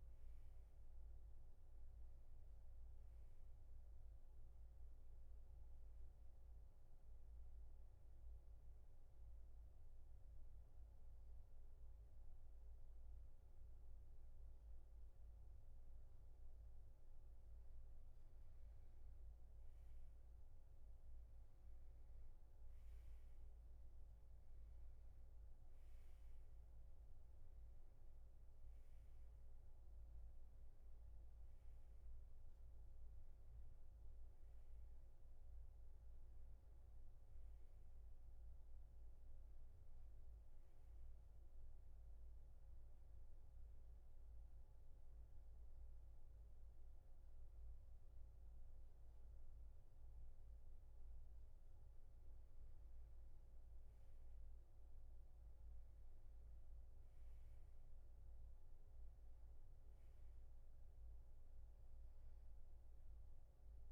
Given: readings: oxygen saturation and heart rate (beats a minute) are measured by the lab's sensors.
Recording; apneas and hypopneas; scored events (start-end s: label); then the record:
breathing in sleep, hard to hear, by a room microphone; 2
8.00-18.00 s: obstructive apnea (oxygen 95% before, 87% lowest, heart rate 76 before, 68 extreme, up 4 after)
20.00-24.50 s: arousal
23.50-39.50 s: oxygen desaturation (device-marked, oxygen 95% before, 87% lowest, heart rate 73 before, 68 extreme)
43.00-53.00 s: obstructive apnea (oxygen 96% before, 88% lowest, heart rate 76 before, 63 extreme, up 8 after)
55.00-58.00 s: arousal
57.50-63.92 s: new sleep stage, N2 (light sleep)
58.50-63.92 s: oxygen desaturation (device-marked, oxygen 95% before, 91% lowest, heart rate 73 before, 63 extreme)
From the record:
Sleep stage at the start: N1 (lightest sleep); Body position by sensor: on the back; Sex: male